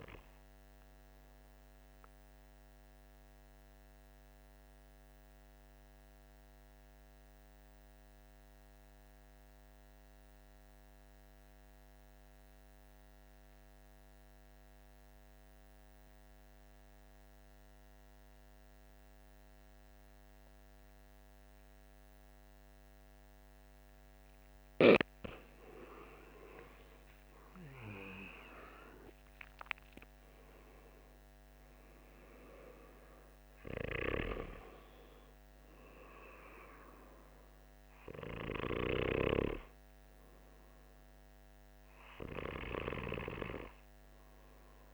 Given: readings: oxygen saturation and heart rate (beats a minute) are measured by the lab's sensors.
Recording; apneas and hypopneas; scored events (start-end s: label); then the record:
breathing in sleep by a microphone on the trachea; 1
0.00-3.00 s: oxygen desaturation (device-marked, oxygen 88% lowest, heart rate 49 extreme)
2.50-24.00 s: obstructive apnea (oxygen 97% before, 88% lowest, heart rate 53 before, 48 extreme, up 10 after)
21.00-44.94 s: oxygen desaturation (device-marked, oxygen 99% before, 88% lowest, heart rate 51 before, 47 extreme)
25.50-30.00 s: arousal
From the record:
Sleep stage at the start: N2 (light sleep); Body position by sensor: on the back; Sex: male